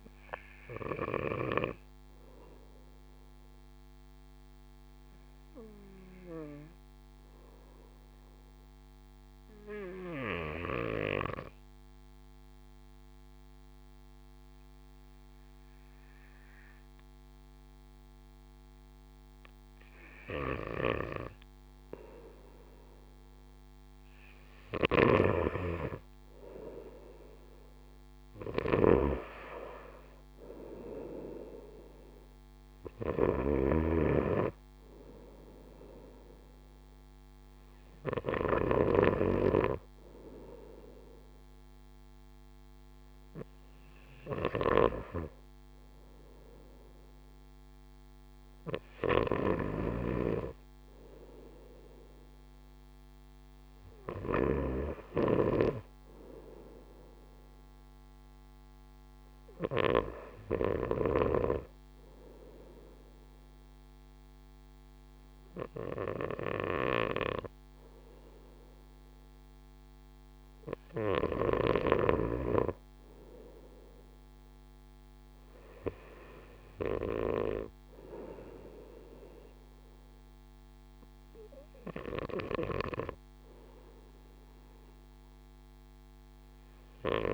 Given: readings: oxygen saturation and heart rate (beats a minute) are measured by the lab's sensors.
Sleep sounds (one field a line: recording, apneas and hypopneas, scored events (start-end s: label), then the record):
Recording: breathing in sleep by a microphone on the trachea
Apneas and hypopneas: 1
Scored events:
4.50-24.00 s: obstructive apnea (oxygen 97% before, 93% lowest)
19.00-34.00 s: oxygen desaturation (device-marked, oxygen 96% before, 93% lowest)
25.00-39.00 s: snoring (device-marked)
26.50-29.50 s: arousal
40.00-87.34 s: new sleep stage, N1 (lightest sleep)
49.50-54.50 s: snoring (device-marked)
From the record:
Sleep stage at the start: N2 (light sleep)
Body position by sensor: on the right side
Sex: male